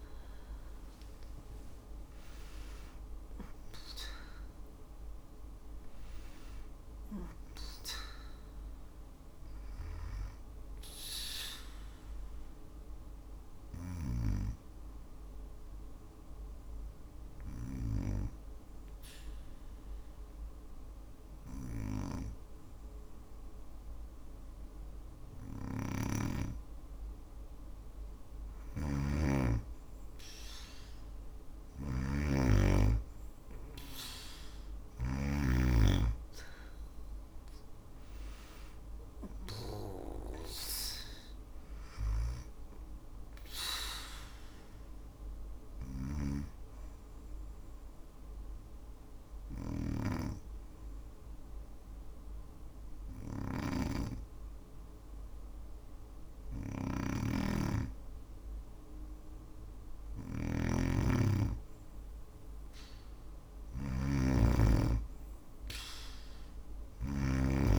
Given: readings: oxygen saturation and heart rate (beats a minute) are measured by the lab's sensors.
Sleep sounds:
breathing in sleep by a room microphone; 2
0.00-3.00 s: arousal
3.00-26.00 s: oxygen desaturation (device-marked, oxygen 97% before, 92% lowest, heart rate 58 before, 37 extreme)
11.00-26.00 s: obstructive apnea (oxygen 97% before, 92% lowest, heart rate 59 before, 46 extreme, up 13 after)
13.00-17.00 s: snoring (device-marked)
27.50-34.50 s: snoring (device-marked)
37.00-58.00 s: oxygen desaturation (device-marked, oxygen 97% before, 92% lowest, heart rate 55 before, 38 extreme)
45.00-58.00 s: obstructive apnea (oxygen 97% before, 92% lowest, heart rate 54 before, 38 extreme, up 3 after)
45.00-66.50 s: snoring (device-marked)
From the record:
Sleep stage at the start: N2 (light sleep); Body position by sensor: on the back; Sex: female

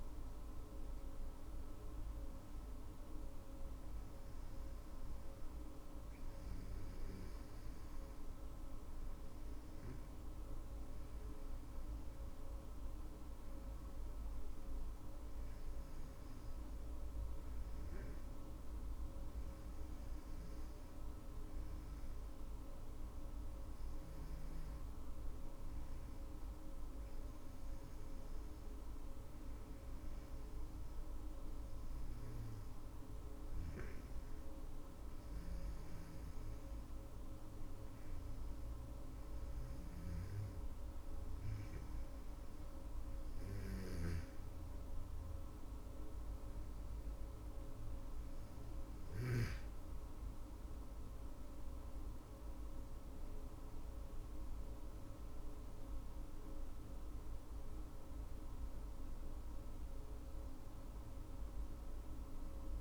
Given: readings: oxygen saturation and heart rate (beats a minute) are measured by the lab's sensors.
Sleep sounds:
breathing in sleep, hard to hear, by a room microphone; none
none scored
From the record:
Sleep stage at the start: N2 (light sleep); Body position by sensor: on the back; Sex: female

